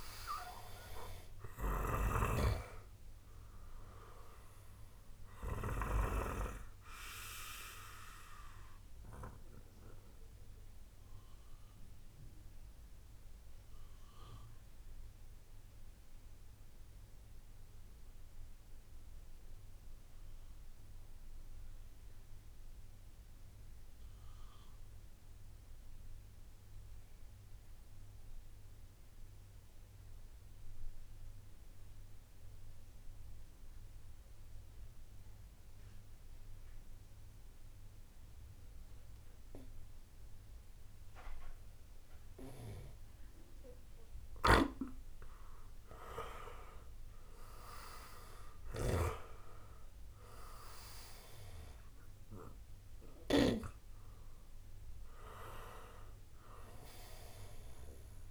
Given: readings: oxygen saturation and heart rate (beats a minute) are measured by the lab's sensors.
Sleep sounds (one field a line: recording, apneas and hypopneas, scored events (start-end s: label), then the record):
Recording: breathing in sleep by a room microphone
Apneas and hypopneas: 1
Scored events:
0.00-1.00 s: arousal
1.50-5.50 s: snoring (device-marked)
5.00-41.00 s: obstructive apnea (oxygen 98% before, 92% lowest, heart rate 58 before, 40 extreme, up 5 after)
44.00-53.50 s: snoring (device-marked)
45.50-49.50 s: arousal
From the record:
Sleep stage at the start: N2 (light sleep)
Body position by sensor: on the right side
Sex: male